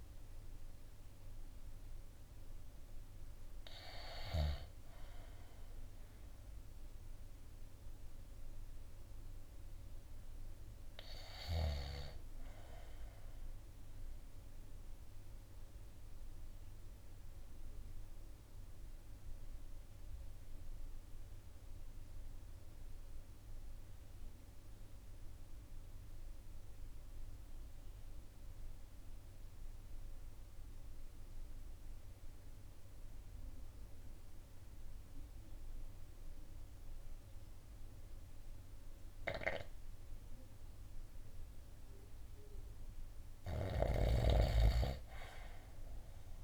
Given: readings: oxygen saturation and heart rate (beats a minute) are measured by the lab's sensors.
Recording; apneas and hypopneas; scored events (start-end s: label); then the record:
breathing in sleep by a room microphone; 1
0.00-2.50 s: drop in pulse transit time (device-marked, heart rate 54 extreme)
0.00-2.50 s: oxygen desaturation (device-marked, oxygen 91% lowest, heart rate 53 extreme)
7.50-21.50 s: oxygen desaturation (device-marked, oxygen 92% before, 83% lowest, heart rate 62 before, 52 extreme)
12.50-40.50 s: obstructive apnea (oxygen 94% before, 82% lowest, heart rate 58 before, 52 extreme, up 4 after)
36.50-46.43 s: oxygen desaturation (device-marked, oxygen 98% before, 82% lowest, heart rate 54 before, 54 extreme)
42.50-46.00 s: arousal
From the record:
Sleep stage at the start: N2 (light sleep); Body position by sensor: on the right side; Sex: male